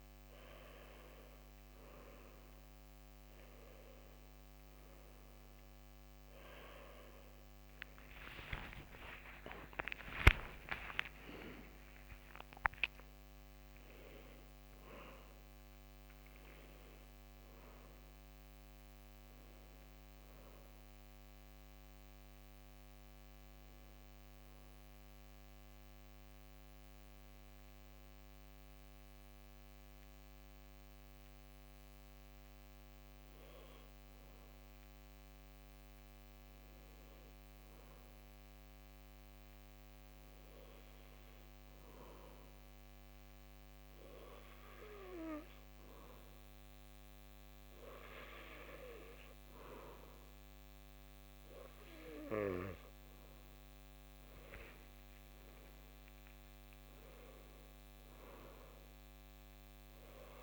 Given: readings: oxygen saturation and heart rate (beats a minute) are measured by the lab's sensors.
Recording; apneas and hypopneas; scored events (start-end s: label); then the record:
breathing in sleep by a microphone on the trachea; 1
4.00-28.00 s: oxygen desaturation (device-marked, oxygen 97% before, 91% lowest)
5.00-10.50 s: arousal
22.50-48.50 s: hypopnea (oxygen 97% before, 92% lowest)
50.00-53.00 s: arousal
From the record:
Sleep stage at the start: N2 (light sleep); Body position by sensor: on the back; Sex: male